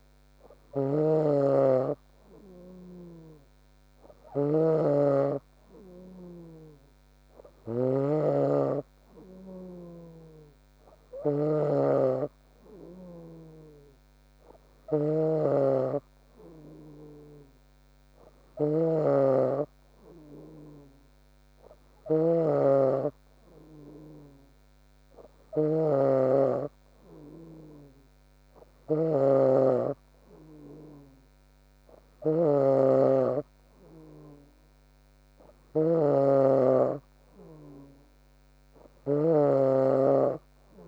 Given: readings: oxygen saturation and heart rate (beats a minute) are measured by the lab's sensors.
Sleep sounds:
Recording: a person partly awake in a sleep study, by a microphone on the trachea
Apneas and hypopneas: none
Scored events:
0.50-40.88 s: new sleep stage, N2 (light sleep)
From the record:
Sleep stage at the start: awake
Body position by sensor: on the back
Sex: female

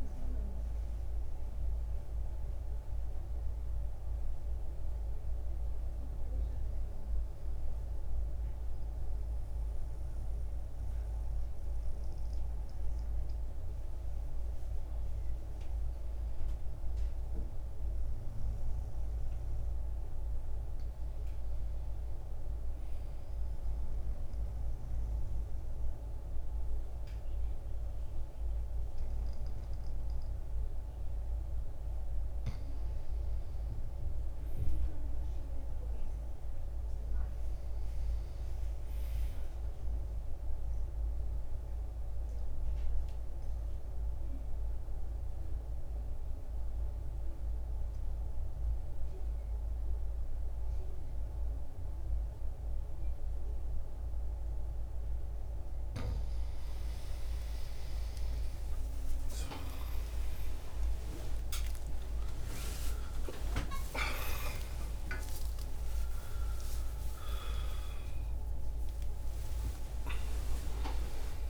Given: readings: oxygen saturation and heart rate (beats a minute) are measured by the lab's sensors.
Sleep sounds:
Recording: a person partly awake in a sleep study, by a room microphone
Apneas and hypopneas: 3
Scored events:
0.00-2.50 s: arousal
4.50-14.50 s: obstructive apnea (oxygen 98% before, 90% lowest, heart rate 63 before, 61 extreme, up 1 after)
15.50-18.50 s: arousal
21.50-39.50 s: oxygen desaturation (device-marked, oxygen 98% before, 92% lowest, heart rate 63 before, 59 extreme)
22.50-32.50 s: obstructive apnea (oxygen 98% before, 90% lowest, heart rate 63 before, 59 extreme, up 2 after)
33.50-37.50 s: arousal
41.50-53.50 s: oxygen desaturation (device-marked, oxygen 94% before, 90% lowest, heart rate 62 before, 62 extreme)
41.50-56.50 s: obstructive apnea (oxygen 98% before, 90% lowest, heart rate 62 before, 62 extreme, up 36 after)
43.50-71.50 s: new sleep stage, awake
From the record:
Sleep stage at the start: N2 (light sleep)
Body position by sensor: on the right side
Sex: male

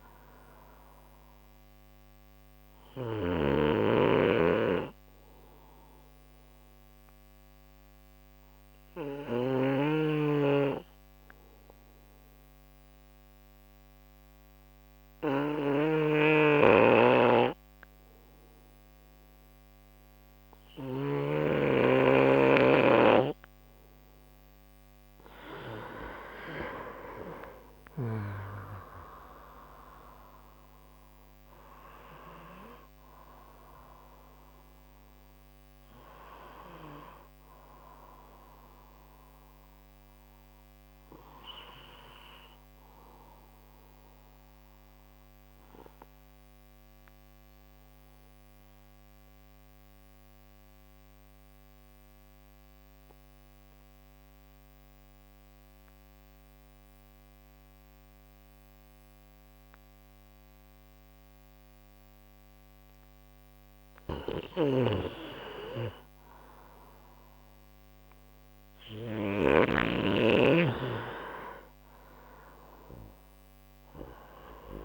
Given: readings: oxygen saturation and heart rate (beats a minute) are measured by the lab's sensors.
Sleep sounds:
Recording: breathing in sleep by a microphone on the trachea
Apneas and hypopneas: 2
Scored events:
0.00-10.00 s: snoring (device-marked)
4.00-24.00 s: obstructive apnea (oxygen 94% before, 90% lowest, heart rate 67 before, 64 extreme, up 5 after)
16.00-21.50 s: snoring (device-marked)
29.50-34.50 s: arousal
38.50-64.50 s: obstructive apnea (oxygen 95% before, 90% lowest, heart rate 71 before, 62 extreme, up 9 after)
51.50-62.50 s: oxygen desaturation (device-marked, oxygen 94% before, 90% lowest, heart rate 68 before, 65 extreme)
65.00-71.00 s: snoring (device-marked)
67.00-71.00 s: arousal
From the record:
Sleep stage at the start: N2 (light sleep)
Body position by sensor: on the right side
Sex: male

